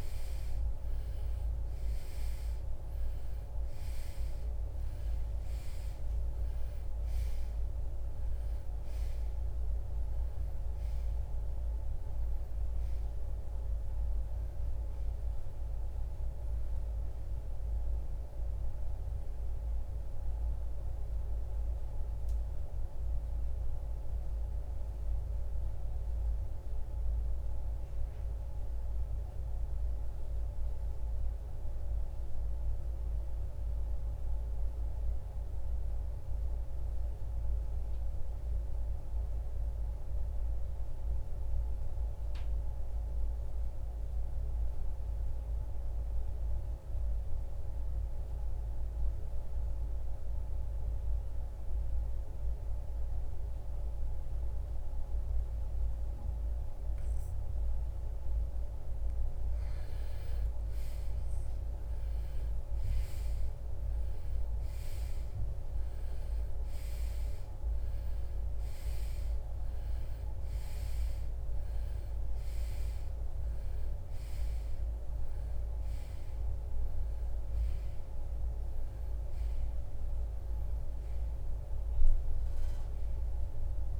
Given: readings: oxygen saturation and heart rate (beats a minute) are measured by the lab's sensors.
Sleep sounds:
breathing in sleep, hard to hear, by a room microphone; 1
2.00-47.00 s: oxygen desaturation (device-marked, oxygen 97% before, 81% lowest, heart rate 61 before, 44 extreme)
23.00-58.00 s: mixed apnea (oxygen 97% before, 81% lowest, heart rate 75 before, 44 extreme, up 22 after)
34.00-84.00 s: new sleep stage, N2 (light sleep)
59.00-63.50 s: arousal
From the record:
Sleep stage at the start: REM sleep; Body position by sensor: on the right side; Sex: male

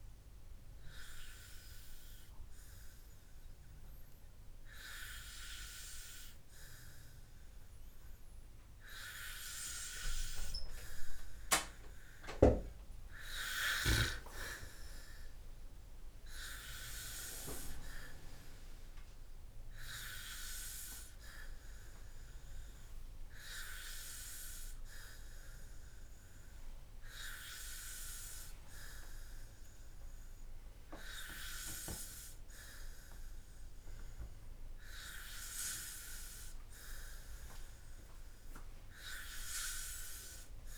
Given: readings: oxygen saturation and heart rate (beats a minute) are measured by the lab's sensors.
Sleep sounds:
breathing in sleep by a room microphone; 1
17.50-28.50 s: hypopnea (oxygen 98% before, 94% lowest, heart rate 57 before, 63 extreme, up 18 after)
30.50-34.00 s: arousal
From the record:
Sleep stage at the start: N2 (light sleep); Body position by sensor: on the back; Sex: male

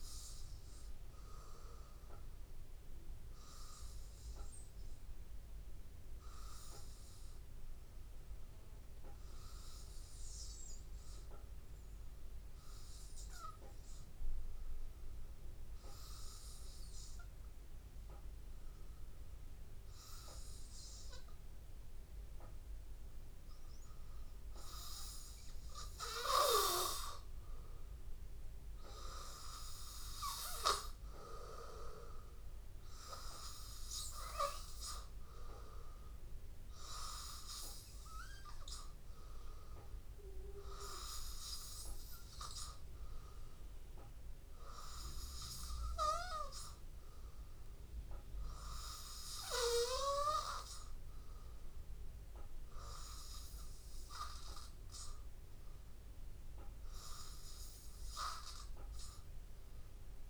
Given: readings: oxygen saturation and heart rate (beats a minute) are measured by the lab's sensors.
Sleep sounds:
breathing in sleep by a room microphone; 1
0.00-2.50 s: arousal
4.00-24.00 s: hypopnea (oxygen 97% before, 93% lowest, heart rate 84 before, 82 extreme, up 2 after)
26.00-30.00 s: arousal
From the record:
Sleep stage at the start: N2 (light sleep); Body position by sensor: on the back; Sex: male

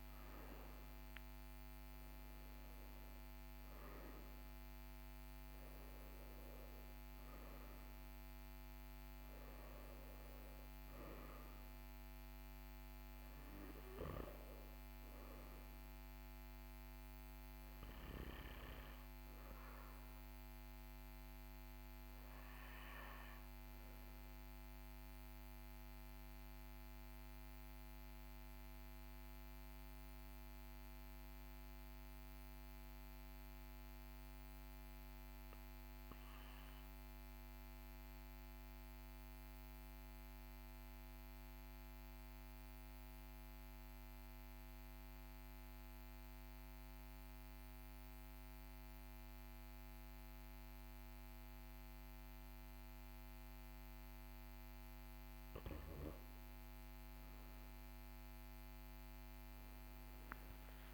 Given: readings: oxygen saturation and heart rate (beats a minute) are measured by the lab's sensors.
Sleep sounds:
breathing in sleep, hard to hear, by a microphone on the trachea; 1
0.00-26.50 s: oxygen desaturation (device-marked, oxygen 91% lowest, heart rate 42 extreme)
19.00-55.50 s: obstructive apnea (oxygen 96% before, 91% lowest, heart rate 45 before, 42 extreme, up 2 after)
From the record:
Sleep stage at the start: N2 (light sleep); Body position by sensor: on the right side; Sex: male

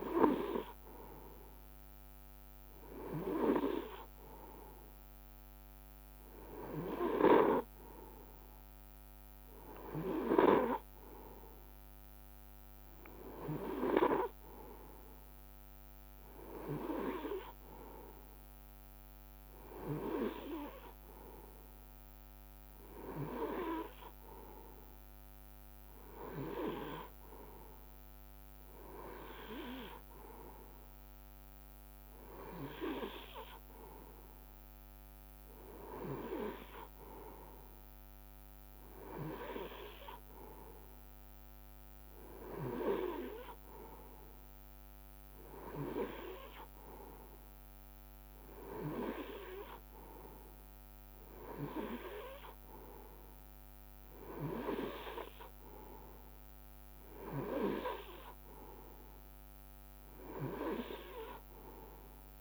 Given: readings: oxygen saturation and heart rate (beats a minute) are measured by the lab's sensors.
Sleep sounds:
breathing in sleep by a microphone on the trachea; none
10.00-12.00 s: long interval between heartbeats (device-marked, heart rate 61 before, 71 extreme)
18.00-20.00 s: long interval between heartbeats (device-marked, heart rate 64 before, 69 extreme)
From the record:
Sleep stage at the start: N3 (deep sleep); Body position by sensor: on the right side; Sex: male

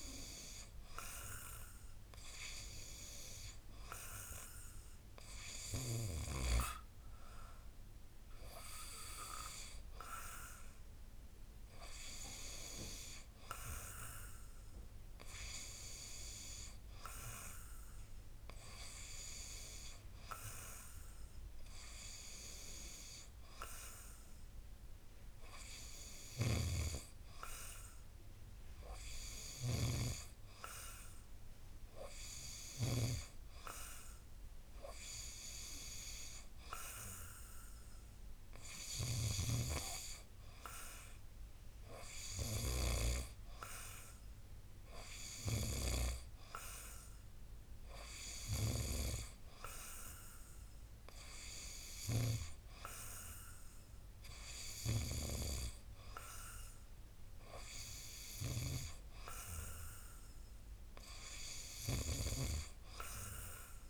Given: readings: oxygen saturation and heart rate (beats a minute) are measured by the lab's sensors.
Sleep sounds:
breathing in sleep by a room microphone; none
29.50-33.00 s: snoring (device-marked)
From the record:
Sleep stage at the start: N2 (light sleep); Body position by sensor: on the back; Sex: male

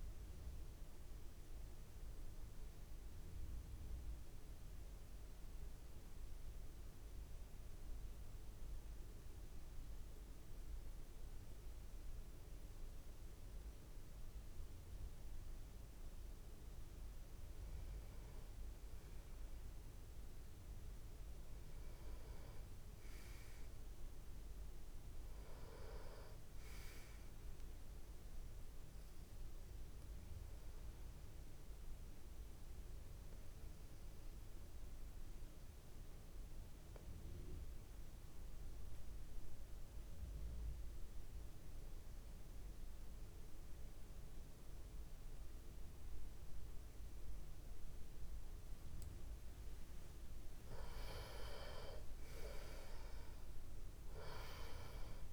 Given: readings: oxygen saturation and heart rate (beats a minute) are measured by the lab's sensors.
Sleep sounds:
breathing in sleep by a room microphone; 2
0.00-14.50 s: tachycardia (device-marked)
5.00-16.50 s: obstructive apnea (oxygen 96% before, 90% lowest)
18.00-22.00 s: arousal
20.50-37.50 s: oxygen desaturation (device-marked, oxygen 97% before, 92% lowest)
29.50-49.00 s: obstructive apnea (oxygen 97% before, 89% lowest)
51.50-55.33 s: arousal
52.50-55.33 s: oxygen desaturation (device-marked, oxygen 96% before, 90% lowest)
From the record:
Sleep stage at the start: N2 (light sleep); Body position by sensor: on the back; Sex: male

